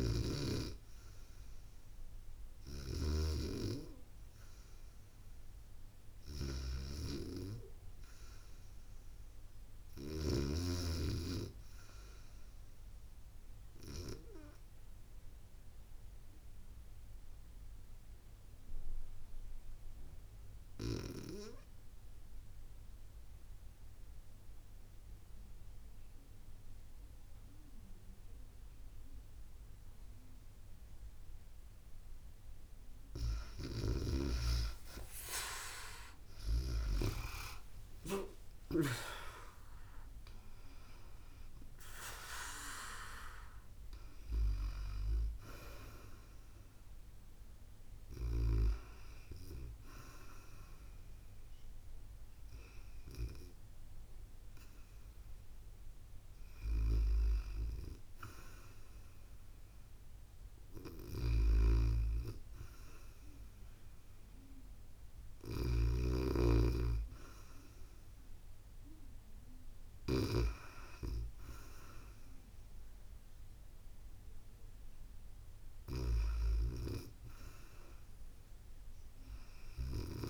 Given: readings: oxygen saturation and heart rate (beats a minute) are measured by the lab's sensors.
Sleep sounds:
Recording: breathing in sleep by a room microphone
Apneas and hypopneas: 1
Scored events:
13.50-32.50 s: obstructive apnea (oxygen 92% before, 82% lowest, heart rate 77 before, 63 extreme, up 25 after)
32.50-57.50 s: oxygen desaturation (device-marked, oxygen 93% before, 82% lowest, heart rate 72 before, 67 extreme)
33.50-38.00 s: arousal
33.50-38.50 s: snoring (device-marked)
60.50-70.00 s: snoring (device-marked)
From the record:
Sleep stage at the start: REM sleep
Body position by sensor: on the back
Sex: female

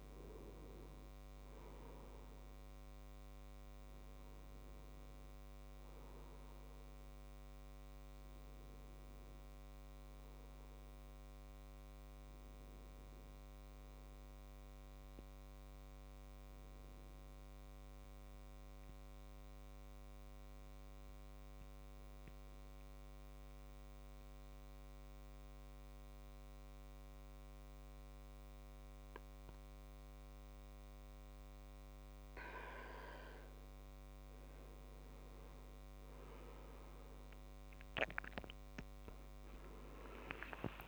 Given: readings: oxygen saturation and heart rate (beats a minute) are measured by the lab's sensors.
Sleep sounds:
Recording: breathing in sleep by a microphone on the trachea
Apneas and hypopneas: 1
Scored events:
1.50-5.50 s: arousal
4.50-32.50 s: oxygen desaturation (device-marked, oxygen 98% before, 93% lowest, heart rate 69 before, 68 extreme)
21.50-33.50 s: obstructive apnea (oxygen 98% before, 93% lowest, heart rate 70 before, 70 extreme, up 8 after)
From the record:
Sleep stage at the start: N2 (light sleep)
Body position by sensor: on the right side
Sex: male

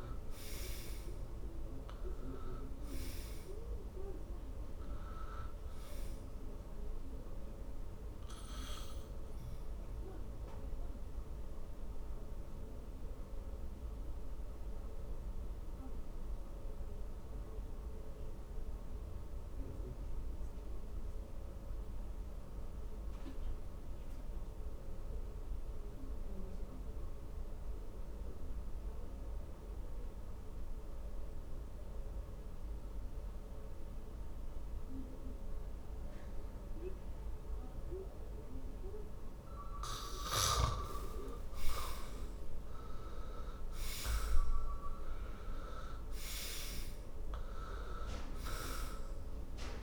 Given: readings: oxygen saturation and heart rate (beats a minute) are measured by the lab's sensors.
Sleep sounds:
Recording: breathing in sleep by a room microphone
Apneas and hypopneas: 1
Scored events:
1.50-30.50 s: oxygen desaturation (device-marked, oxygen 95% before, 70% lowest, heart rate 67 before, 51 extreme)
9.50-40.00 s: obstructive apnea (oxygen 97% before, 70% lowest, heart rate 71 before, 48 extreme, up 10 after)
41.50-46.50 s: arousal
47.50-49.83 s: oxygen desaturation (device-marked, oxygen 99% before, 82% lowest, heart rate 59 before, 48 extreme)
From the record:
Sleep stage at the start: N2 (light sleep)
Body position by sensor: on the back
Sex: male

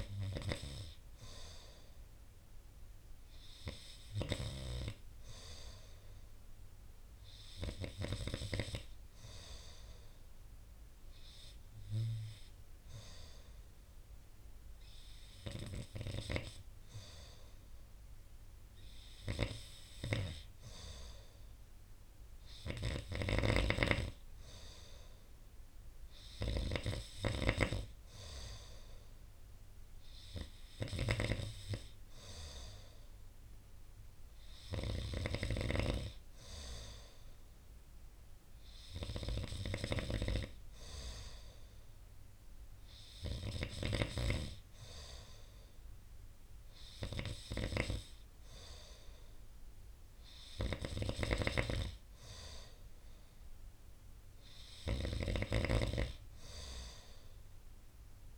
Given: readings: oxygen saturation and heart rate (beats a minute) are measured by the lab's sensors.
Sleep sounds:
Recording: breathing in sleep by a room microphone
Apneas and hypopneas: none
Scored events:
none scored
From the record:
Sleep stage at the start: N2 (light sleep)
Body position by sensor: on the right side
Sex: male

